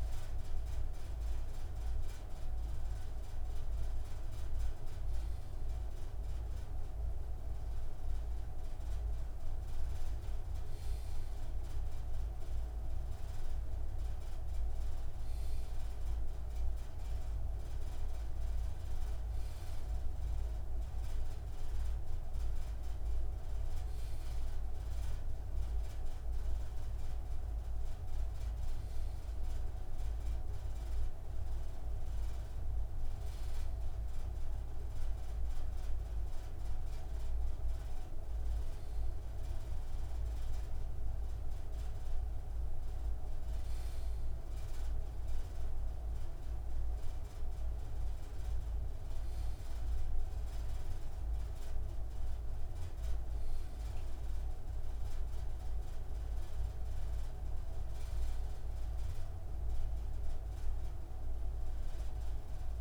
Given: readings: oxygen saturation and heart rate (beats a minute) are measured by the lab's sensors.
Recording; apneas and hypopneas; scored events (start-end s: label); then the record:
breathing in sleep, hard to hear, by a room microphone; none
none scored
From the record:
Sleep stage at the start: N2 (light sleep); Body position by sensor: on the left side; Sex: male